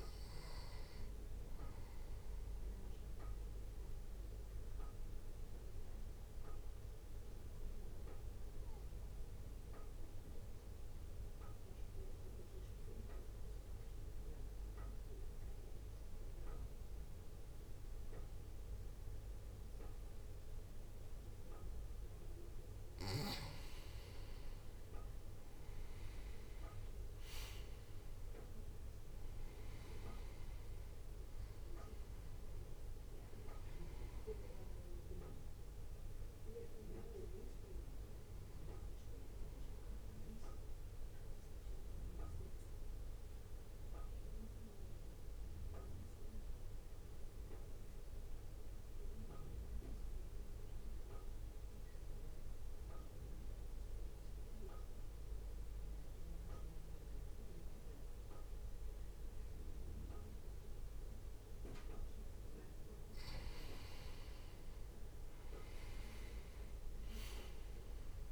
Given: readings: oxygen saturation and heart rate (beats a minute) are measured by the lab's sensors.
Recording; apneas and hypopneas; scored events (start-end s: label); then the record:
breathing in sleep by a room microphone; 2
0.00-4.50 s: oxygen desaturation (device-marked, oxygen 93% lowest, heart rate 58 extreme)
4.50-24.00 s: mixed apnea (oxygen 96% before, 91% lowest, heart rate 60 before, 56 extreme, up 3 after)
26.00-29.00 s: arousal
26.50-43.50 s: drop in pulse transit time (device-marked, heart rate 60 before, 56 extreme)
27.50-51.50 s: oxygen desaturation (device-marked, oxygen 96% before, 91% lowest, heart rate 60 before, 57 extreme)
43.00-62.00 s: obstructive apnea (oxygen 96% before, 90% lowest, heart rate 60 before, 56 extreme, up 0 after)
64.00-68.32 s: arousal
64.50-68.32 s: oxygen desaturation (device-marked, oxygen 97% before, 90% lowest, heart rate 61 before, 54 extreme)
66.50-68.32 s: drop in pulse transit time (device-marked, heart rate 61 before, 56 extreme)
From the record:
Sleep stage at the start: N2 (light sleep); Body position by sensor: on the back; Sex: male